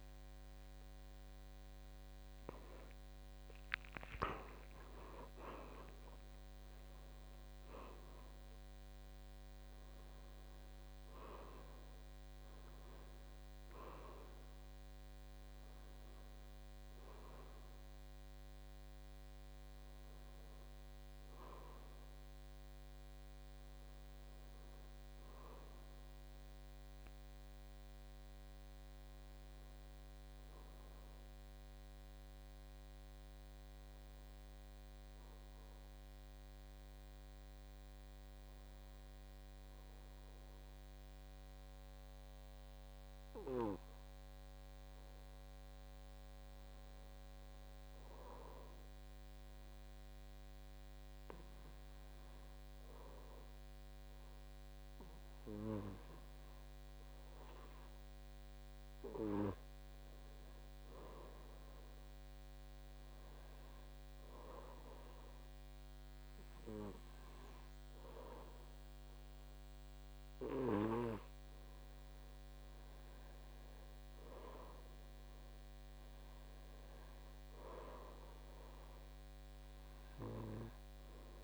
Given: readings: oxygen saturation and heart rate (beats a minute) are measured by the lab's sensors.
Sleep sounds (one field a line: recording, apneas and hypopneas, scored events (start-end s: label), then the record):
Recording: breathing in sleep by a microphone on the trachea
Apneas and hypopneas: 1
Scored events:
3.50-17.50 s: oxygen desaturation (device-marked, oxygen 96% before, 92% lowest, heart rate 60 before, 51 extreme)
27.00-30.50 s: arousal
34.50-60.00 s: hypopnea (oxygen 98% before, 93% lowest, heart rate 54 before, 51 extreme, up 5 after)
62.50-81.44 s: oxygen desaturation (device-marked, oxygen 97% before, 93% lowest, heart rate 53 before, 54 extreme)
63.00-66.00 s: arousal
From the record:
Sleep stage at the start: N2 (light sleep)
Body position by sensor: on the back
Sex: male